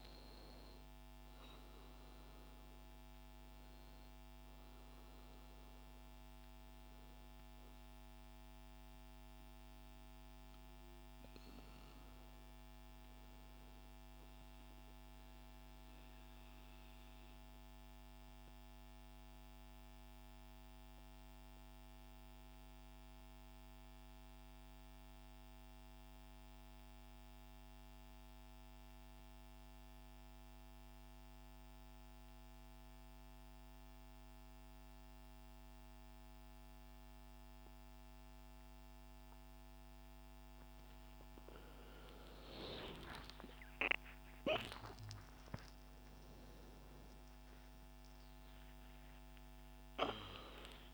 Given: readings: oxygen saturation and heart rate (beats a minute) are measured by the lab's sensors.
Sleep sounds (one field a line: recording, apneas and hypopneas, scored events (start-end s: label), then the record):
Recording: breathing in sleep, hard to hear, by a microphone on the trachea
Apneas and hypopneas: 1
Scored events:
0.00-8.50 s: oxygen desaturation (device-marked, oxygen 90% lowest)
14.50-40.00 s: central apnea (oxygen 95% before, 91% lowest, heart rate 134 before, 63 extreme, up 25 after)
39.50-50.94 s: oxygen desaturation (device-marked, oxygen 99% before, 91% lowest)
42.00-46.50 s: arousal
From the record:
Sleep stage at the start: N2 (light sleep)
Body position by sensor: on the right side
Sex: male